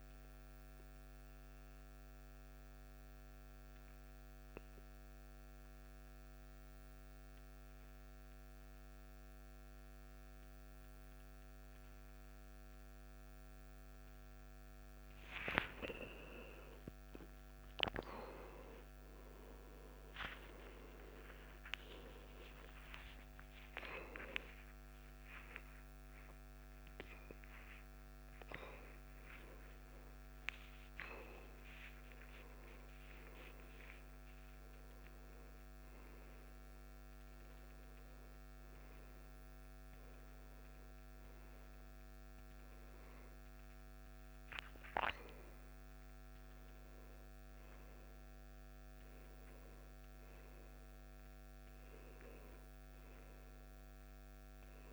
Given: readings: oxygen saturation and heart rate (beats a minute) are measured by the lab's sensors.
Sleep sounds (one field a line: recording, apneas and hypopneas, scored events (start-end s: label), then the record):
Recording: a person awake in a sleep study, by a microphone on the trachea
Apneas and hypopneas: 1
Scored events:
0.00-9.00 s: oxygen desaturation (device-marked, oxygen 92% lowest, heart rate 59 extreme)
2.50-15.50 s: obstructive apnea (oxygen 97% before, 90% lowest, heart rate 63 before, 59 extreme, up 14 after)
15.00-45.00 s: new sleep stage, awake
17.00-33.00 s: oxygen desaturation (device-marked, oxygen 95% before, 90% lowest, heart rate 62 before, 64 extreme)
45.00-54.93 s: new sleep stage, N1 (lightest sleep)
From the record:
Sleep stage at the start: N2 (light sleep)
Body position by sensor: on the back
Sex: male